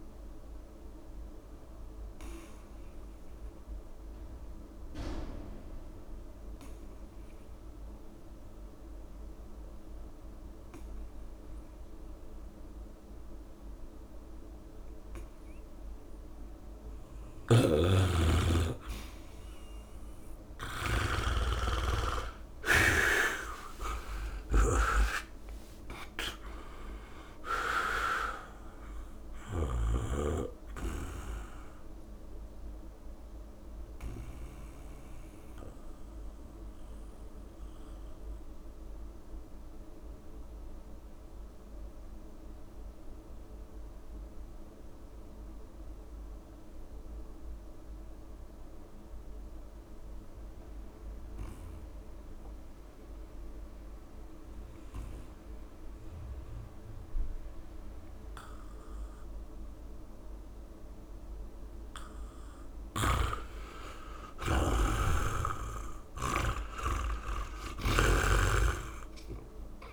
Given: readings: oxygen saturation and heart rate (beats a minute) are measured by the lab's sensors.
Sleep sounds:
breathing in sleep by a room microphone; 2
0.00-6.00 s: oxygen desaturation (device-marked, oxygen 78% lowest, heart rate 36 extreme)
1.00-18.00 s: obstructive apnea (oxygen 98% before, 78% lowest, heart rate 60 before, 46 extreme, up 0 after)
17.00-21.00 s: snoring (device-marked)
21.50-23.50 s: long interval between heartbeats (device-marked, heart rate 65 before, 63 extreme)
21.50-25.00 s: arousal
24.00-26.00 s: long interval between heartbeats (device-marked, heart rate 68 before, 66 extreme)
24.00-47.00 s: oxygen desaturation (device-marked, oxygen 94% before, 81% lowest, heart rate 68 before, 38 extreme)
29.00-34.50 s: snoring (device-marked)
29.50-31.50 s: long interval between heartbeats (device-marked, heart rate 68 before, 67 extreme)
33.00-35.00 s: long interval between heartbeats (device-marked, heart rate 65 before, 49 extreme)
34.50-63.00 s: mixed apnea (oxygen 94% before, 81% lowest, heart rate 64 before, 38 extreme)
60.00-69.93 s: oxygen desaturation (device-marked, oxygen 99% before, 81% lowest, heart rate 69 before, 38 extreme)
64.00-67.00 s: arousal
65.50-67.50 s: long interval between heartbeats (device-marked, heart rate 68 before, 58 extreme)
From the record:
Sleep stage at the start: N2 (light sleep); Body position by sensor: on the back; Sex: male

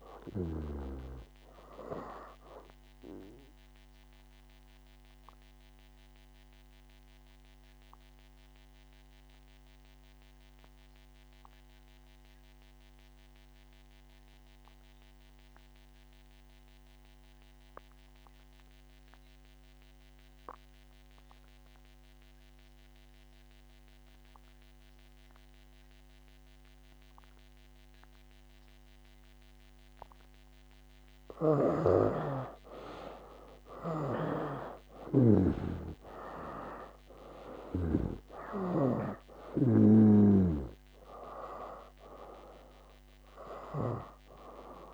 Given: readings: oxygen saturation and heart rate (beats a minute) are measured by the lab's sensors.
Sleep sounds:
breathing in sleep by a microphone on the trachea; 1
0.00-19.50 s: oxygen desaturation (device-marked, oxygen 83% lowest, heart rate 67 extreme)
3.50-30.50 s: obstructive apnea (oxygen 98% before, 83% lowest, heart rate 71 before, 67 extreme, up 5 after)
26.50-44.94 s: oxygen desaturation (device-marked, oxygen 99% before, 83% lowest, heart rate 68 before, 65 extreme)
32.00-36.00 s: snoring (device-marked)
34.00-37.50 s: arousal
From the record:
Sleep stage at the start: N2 (light sleep); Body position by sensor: on the back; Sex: male

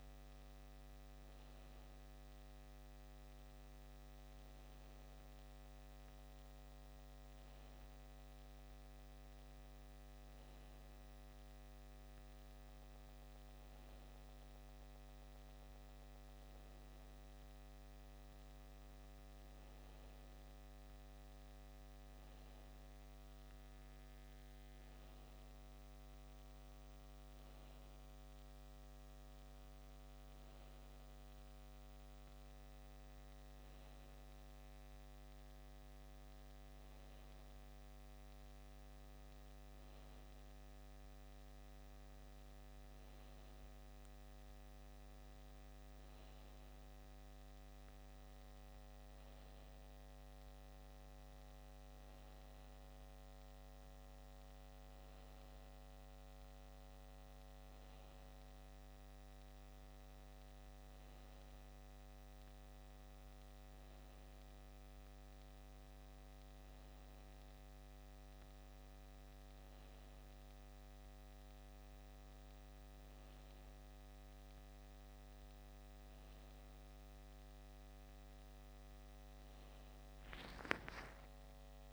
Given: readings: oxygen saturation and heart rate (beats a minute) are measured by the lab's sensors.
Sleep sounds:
breathing in sleep, hard to hear, by a microphone on the trachea; none
none scored
From the record:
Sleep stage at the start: N2 (light sleep); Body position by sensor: on the back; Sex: male

